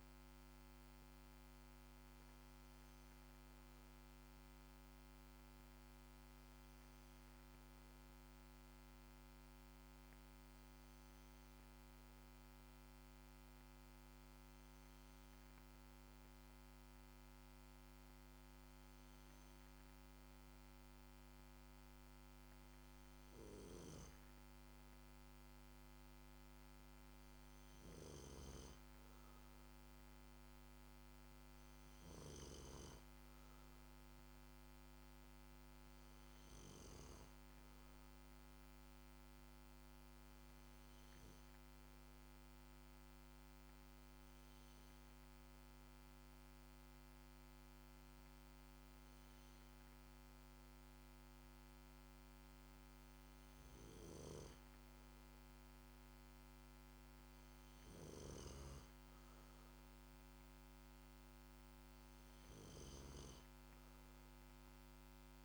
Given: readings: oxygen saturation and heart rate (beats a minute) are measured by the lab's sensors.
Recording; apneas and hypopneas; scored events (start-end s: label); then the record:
breathing in sleep, hard to hear, by a microphone on the trachea; none
none scored
From the record:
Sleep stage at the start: N2 (light sleep); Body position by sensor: on the back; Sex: male